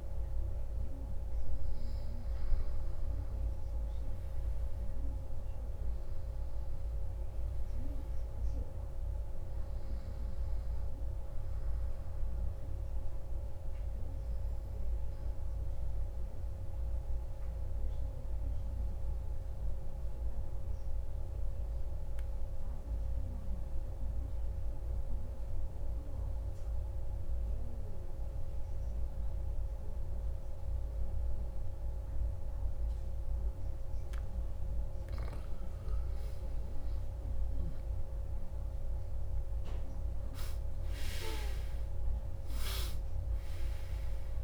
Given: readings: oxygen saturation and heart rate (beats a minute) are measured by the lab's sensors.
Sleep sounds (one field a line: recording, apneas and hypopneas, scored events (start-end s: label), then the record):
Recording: breathing in sleep, hard to hear, by a room microphone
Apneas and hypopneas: 1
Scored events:
0.00-2.50 s: arousal
6.50-19.50 s: oxygen desaturation (device-marked, oxygen 96% before, 92% lowest, heart rate 105 before, 164 extreme)
15.50-34.00 s: obstructive apnea (oxygen 96% before, 91% lowest, heart rate 134 before, 149 extreme, up 21 after)
35.50-40.00 s: arousal
38.50-44.44 s: oxygen desaturation (device-marked, oxygen 96% before, 91% lowest, heart rate 186 before, 136 extreme)
From the record:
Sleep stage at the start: N2 (light sleep)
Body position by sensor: on the back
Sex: male